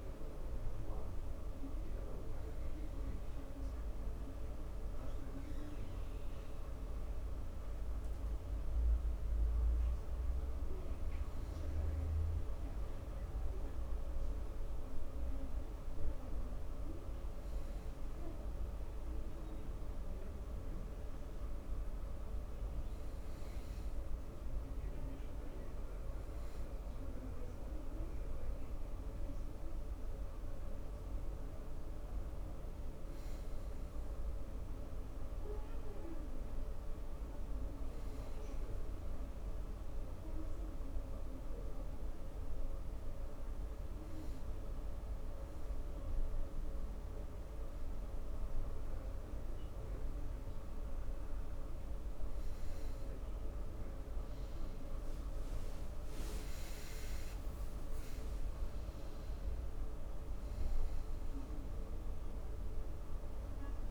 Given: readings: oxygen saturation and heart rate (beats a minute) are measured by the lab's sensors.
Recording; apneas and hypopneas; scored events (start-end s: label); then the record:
breathing in sleep, hard to hear, by a room microphone; 1
37.50-50.50 s: hypopnea (oxygen 97% before, 93% lowest)
57.50-62.00 s: arousal
From the record:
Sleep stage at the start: N2 (light sleep); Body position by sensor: on the back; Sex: male